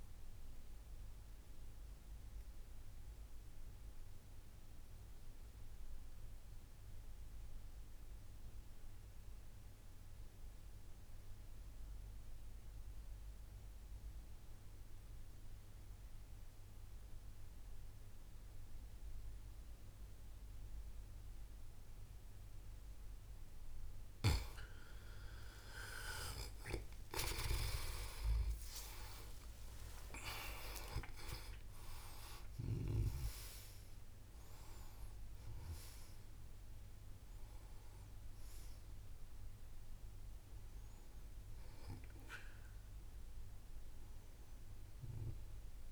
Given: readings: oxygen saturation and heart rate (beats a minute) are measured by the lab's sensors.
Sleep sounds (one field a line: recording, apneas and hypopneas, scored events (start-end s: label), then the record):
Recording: breathing in sleep by a room microphone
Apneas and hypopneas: 1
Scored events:
0.50-22.50 s: obstructive apnea (oxygen 96% before, 87% lowest, heart rate 57 before, 57 extreme, up 19 after)
20.00-45.91 s: oxygen desaturation (device-marked, oxygen 95% before, 87% lowest, heart rate 58 before, 56 extreme)
27.00-33.50 s: arousal
27.00-45.91 s: new sleep stage, N1 (lightest sleep)
From the record:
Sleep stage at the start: N2 (light sleep)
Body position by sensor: on the back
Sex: male